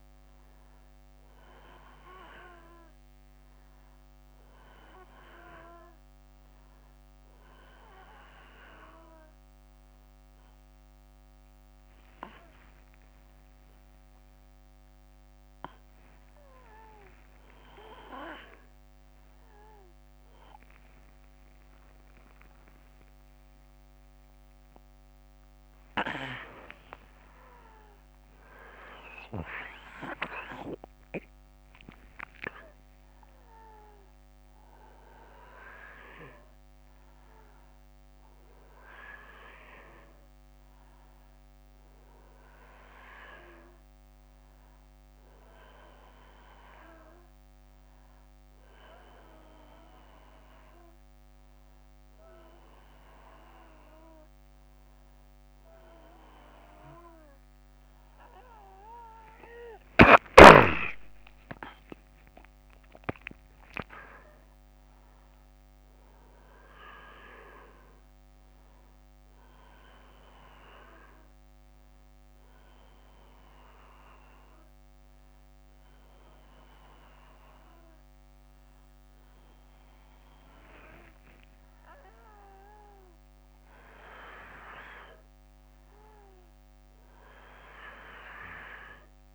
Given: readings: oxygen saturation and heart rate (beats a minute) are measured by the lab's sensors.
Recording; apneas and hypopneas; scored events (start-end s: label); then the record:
a person awake in a sleep study, by a microphone on the trachea; none
none scored
From the record:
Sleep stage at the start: awake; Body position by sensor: on the back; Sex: male